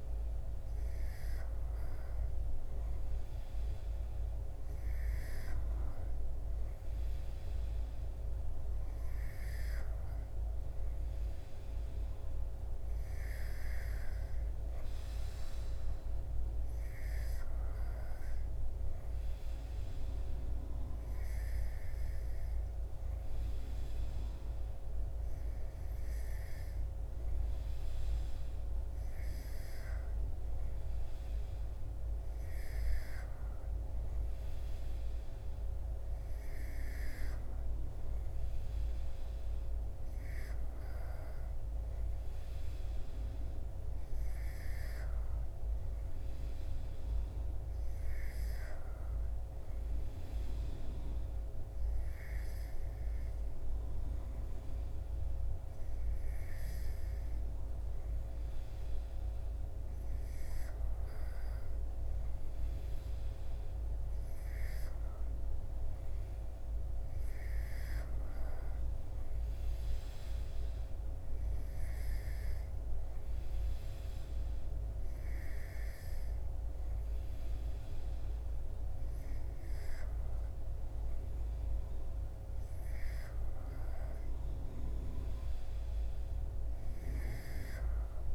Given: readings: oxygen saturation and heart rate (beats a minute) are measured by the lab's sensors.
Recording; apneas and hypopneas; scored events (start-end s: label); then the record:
breathing in sleep, hard to hear, by a room microphone; none
87.50-88.35 s: new sleep stage, N3 (deep sleep)
From the record:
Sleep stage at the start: N2 (light sleep); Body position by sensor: on the back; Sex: male